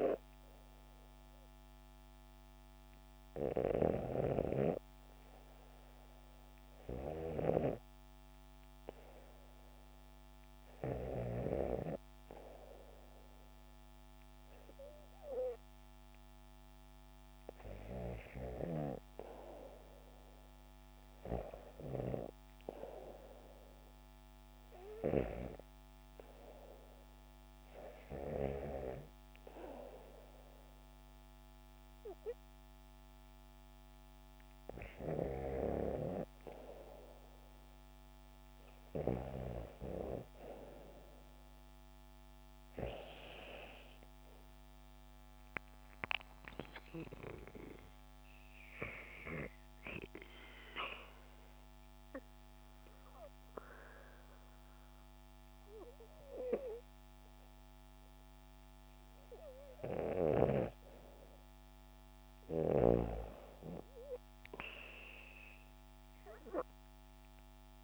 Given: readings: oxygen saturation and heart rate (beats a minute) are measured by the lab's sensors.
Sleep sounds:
breathing in sleep by a microphone on the trachea; 2
6.50-18.50 s: hypopnea (oxygen 94% before, 92% lowest, heart rate 78 before, 74 extreme, up 2 after)
20.50-23.50 s: arousal
50.00-60.50 s: obstructive apnea (oxygen 94% before, 91% lowest, heart rate 76 before, 72 extreme)
63.00-67.00 s: arousal
From the record:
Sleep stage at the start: REM sleep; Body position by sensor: on the back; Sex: female

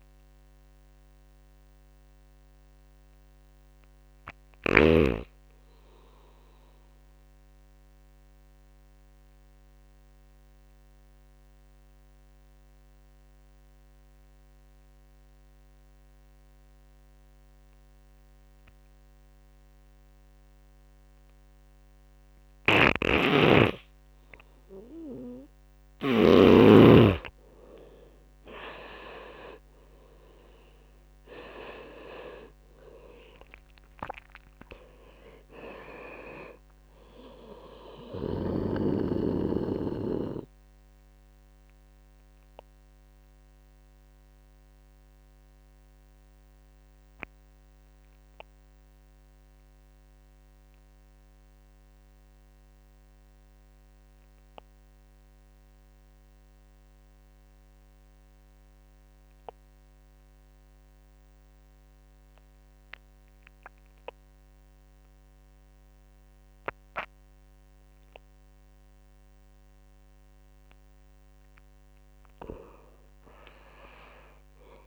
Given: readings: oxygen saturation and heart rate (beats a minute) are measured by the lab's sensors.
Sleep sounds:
breathing in sleep by a microphone on the trachea; 2
0.00-2.50 s: arousal
0.00-4.00 s: snoring (device-marked)
6.50-23.50 s: obstructive apnea (oxygen 95% before, 86% lowest)
20.00-49.00 s: oxygen desaturation (device-marked, oxygen 98% before, 86% lowest)
22.00-25.50 s: snoring (device-marked)
26.00-28.00 s: tachycardia (device-marked)
28.00-32.50 s: arousal
40.00-70.50 s: obstructive apnea (oxygen 98% before, 86% lowest)
72.50-74.87 s: arousal
From the record:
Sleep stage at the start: N2 (light sleep); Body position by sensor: on the right side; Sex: male

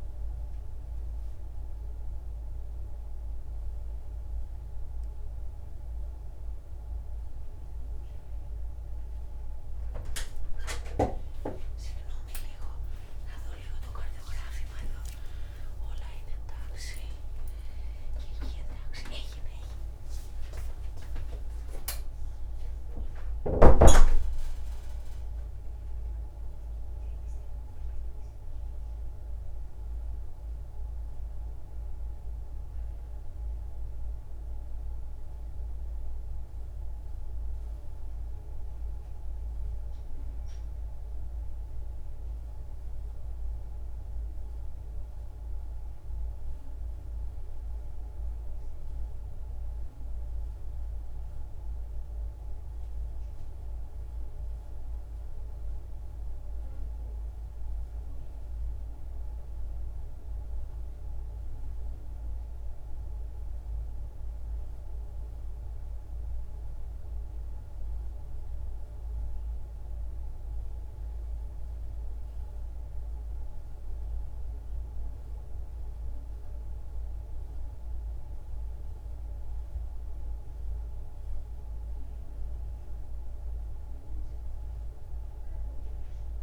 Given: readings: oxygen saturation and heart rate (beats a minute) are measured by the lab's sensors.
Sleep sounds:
a person awake in a sleep study, by a room microphone; none
none scored
From the record:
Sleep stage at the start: awake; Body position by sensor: on the back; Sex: female

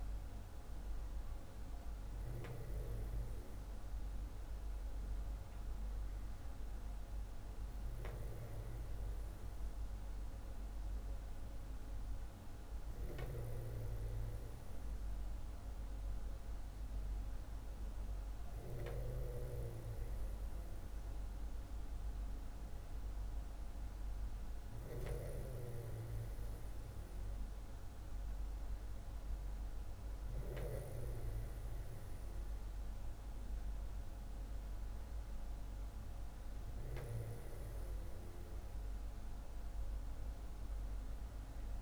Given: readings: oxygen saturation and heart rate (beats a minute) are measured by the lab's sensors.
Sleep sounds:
breathing in sleep by a room microphone; none
none scored
From the record:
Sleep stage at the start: N2 (light sleep); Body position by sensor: on the back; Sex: male

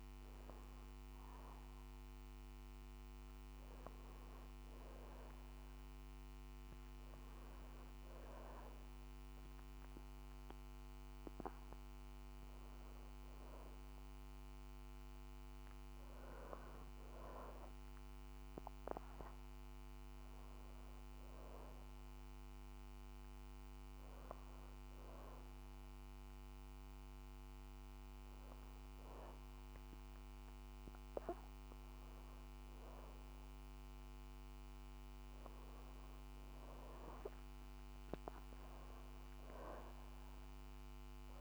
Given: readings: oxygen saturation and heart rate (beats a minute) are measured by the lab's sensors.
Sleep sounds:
a person awake in a sleep study, by a microphone on the trachea; none
36.00-41.41 s: new sleep stage, N1 (lightest sleep)
37.50-41.41 s: arousal
From the record:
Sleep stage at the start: awake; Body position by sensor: on the back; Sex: female

